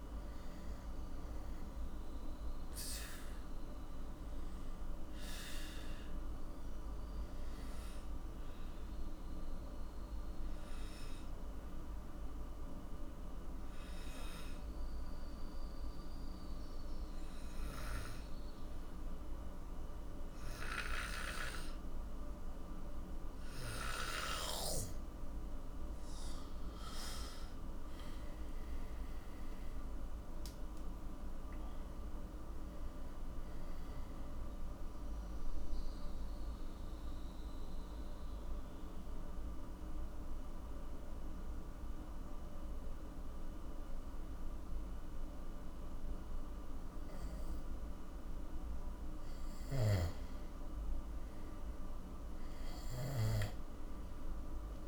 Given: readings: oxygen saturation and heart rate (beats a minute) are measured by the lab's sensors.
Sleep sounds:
breathing in sleep by a room microphone; 2
9.50-25.00 s: obstructive apnea (oxygen 97% before, 89% lowest, heart rate 58 before, 46 extreme, up 14 after)
26.50-30.00 s: arousal
26.50-54.87 s: oxygen desaturation (device-marked, oxygen 96% before, 89% lowest, heart rate 56 before, 46 extreme)
35.50-49.50 s: obstructive apnea (oxygen 96% before, 89% lowest, heart rate 59 before, 46 extreme, up 19 after)
From the record:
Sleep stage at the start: N2 (light sleep); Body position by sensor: on the back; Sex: male

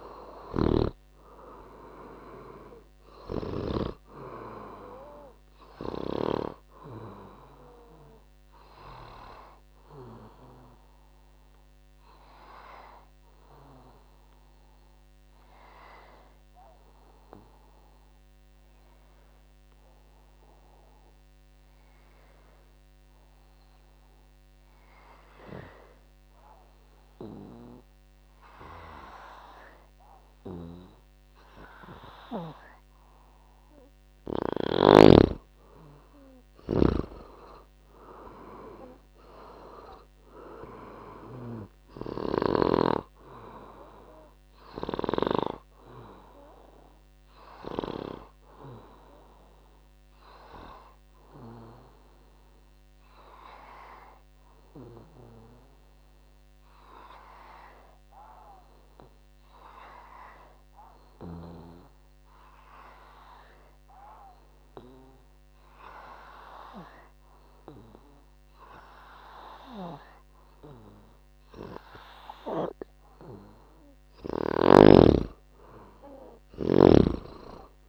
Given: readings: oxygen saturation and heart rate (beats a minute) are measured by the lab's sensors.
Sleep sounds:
breathing in sleep by a microphone on the trachea; 2
0.00-3.50 s: snoring (device-marked)
8.00-33.00 s: obstructive apnea (oxygen 98% before, 88% lowest, heart rate 69 before, 57 extreme, up 13 after)
11.50-30.50 s: oxygen desaturation (device-marked, oxygen 97% before, 88% lowest, heart rate 70 before, 60 extreme)
35.50-40.00 s: arousal
36.50-63.50 s: oxygen desaturation (device-marked, oxygen 99% before, 89% lowest, heart rate 63 before, 63 extreme)
48.50-72.00 s: obstructive apnea (oxygen 99% before, 88% lowest, heart rate 67 before, 59 extreme, up 7 after)
74.50-77.89 s: snoring (device-marked)
75.00-77.89 s: arousal
75.50-77.89 s: oxygen desaturation (device-marked, oxygen 99% before, 89% lowest, heart rate 65 before, 59 extreme)
From the record:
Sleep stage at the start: N2 (light sleep); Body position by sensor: on the back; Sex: male

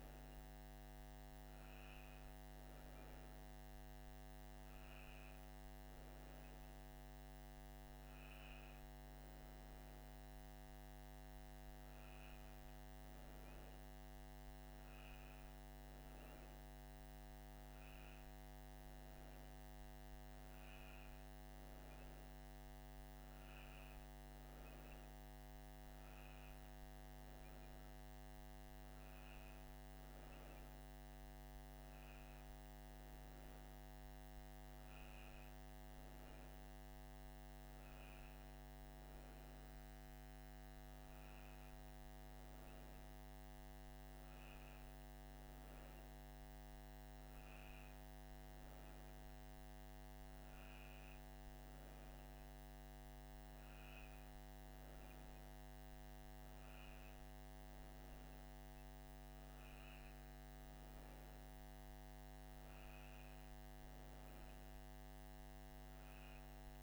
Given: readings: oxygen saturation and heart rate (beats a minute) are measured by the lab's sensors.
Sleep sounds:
a person awake in a sleep study, hard to hear, by a microphone on the trachea; none
none scored
From the record:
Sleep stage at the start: awake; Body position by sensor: on the right side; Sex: female

